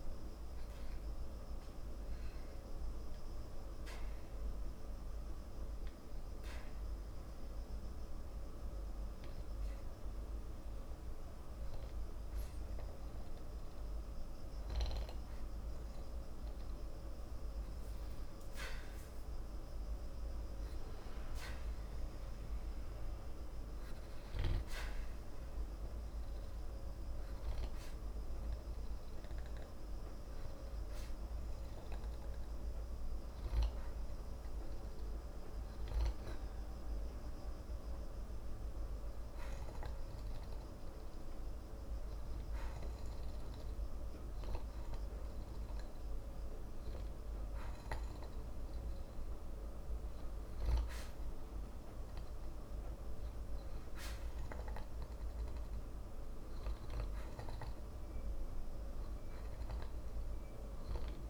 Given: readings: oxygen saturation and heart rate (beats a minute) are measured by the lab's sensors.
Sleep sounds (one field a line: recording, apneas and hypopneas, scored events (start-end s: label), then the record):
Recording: breathing in sleep, hard to hear, by a room microphone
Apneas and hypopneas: 2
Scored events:
0.00-5.00 s: oxygen desaturation (device-marked, oxygen 91% lowest, heart rate 55 extreme)
6.00-17.00 s: hypopnea (oxygen 95% before, 91% lowest, heart rate 62 before, 55 extreme, up 1 after)
21.50-25.50 s: arousal
23.00-44.00 s: oxygen desaturation (device-marked, oxygen 95% before, 91% lowest, heart rate 57 before, 56 extreme)
31.50-46.50 s: hypopnea (oxygen 96% before, 91% lowest, heart rate 56 before, 56 extreme, up 10 after)
49.50-54.00 s: arousal
From the record:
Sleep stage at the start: N2 (light sleep)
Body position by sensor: on the back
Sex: male